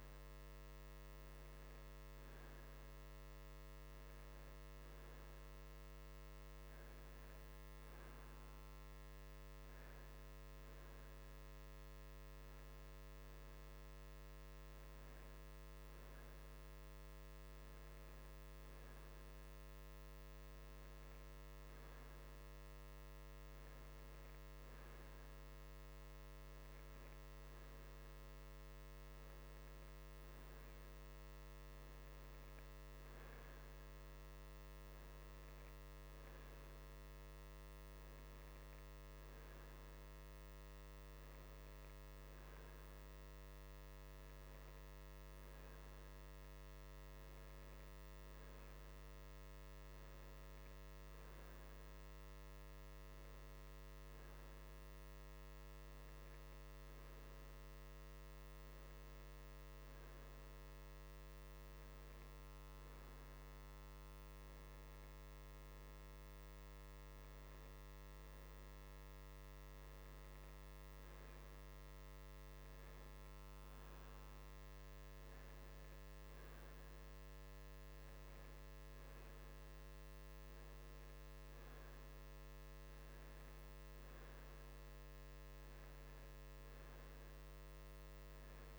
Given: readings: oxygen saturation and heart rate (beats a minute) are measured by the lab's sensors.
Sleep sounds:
breathing in sleep, hard to hear, by a microphone on the trachea; none
none scored
From the record:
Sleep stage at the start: N2 (light sleep); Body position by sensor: on the right side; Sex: male

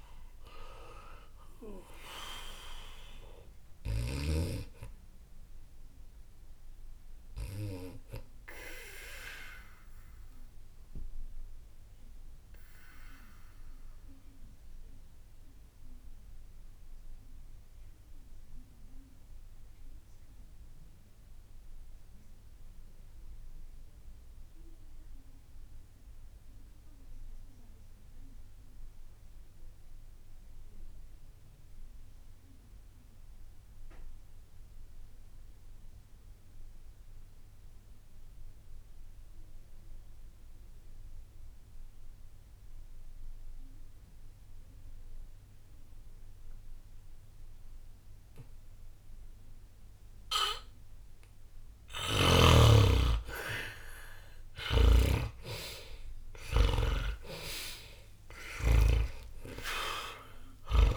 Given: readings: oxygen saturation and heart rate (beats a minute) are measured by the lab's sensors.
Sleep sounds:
breathing in sleep by a room microphone; 1
1.00-26.00 s: oxygen desaturation (device-marked, oxygen 92% before, 77% lowest, heart rate 61 before, 60 extreme)
10.00-51.50 s: mixed apnea (oxygen 94% before, 77% lowest, heart rate 61 before, 60 extreme, up 1 after)
41.00-60.97 s: oxygen desaturation (device-marked, oxygen 99% before, 87% lowest, heart rate 60 before, 60 extreme)
54.00-59.00 s: arousal
54.50-59.00 s: snoring (device-marked)
From the record:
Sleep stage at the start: N2 (light sleep); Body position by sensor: on the back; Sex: male

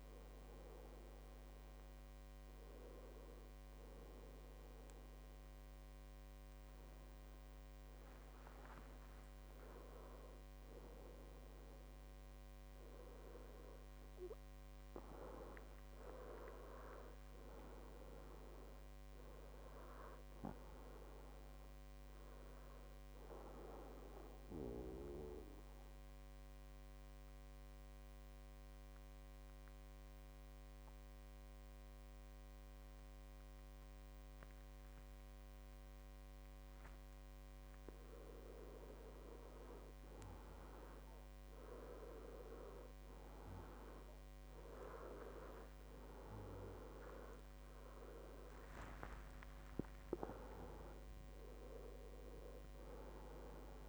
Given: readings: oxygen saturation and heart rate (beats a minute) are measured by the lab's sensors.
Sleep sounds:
breathing in sleep by a microphone on the trachea; 1
0.00-9.00 s: oxygen desaturation (device-marked, oxygen 91% lowest, heart rate 63 extreme)
9.50-13.50 s: arousal
24.00-37.50 s: obstructive apnea (oxygen 99% before, 94% lowest, heart rate 71 before, 63 extreme, up 15 after)
43.00-48.00 s: arousal
44.00-46.00 s: long interval between heartbeats (device-marked, heart rate 66 before, 77 extreme)
46.00-53.89 s: oxygen desaturation (device-marked, oxygen 97% before, 94% lowest, heart rate 67 before, 64 extreme)
From the record:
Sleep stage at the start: N2 (light sleep); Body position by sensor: on the back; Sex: male

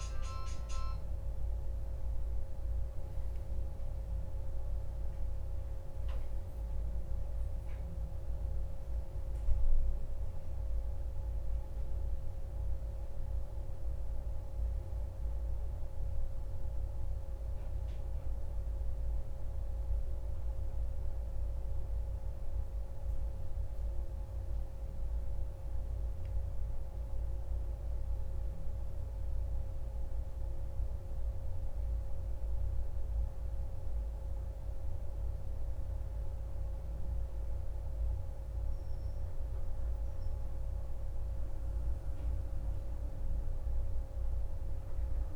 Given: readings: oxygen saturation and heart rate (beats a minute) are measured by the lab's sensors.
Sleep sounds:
breathing in sleep, hard to hear, by a room microphone; none
none scored
From the record:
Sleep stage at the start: N1 (lightest sleep); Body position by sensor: on the back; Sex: male

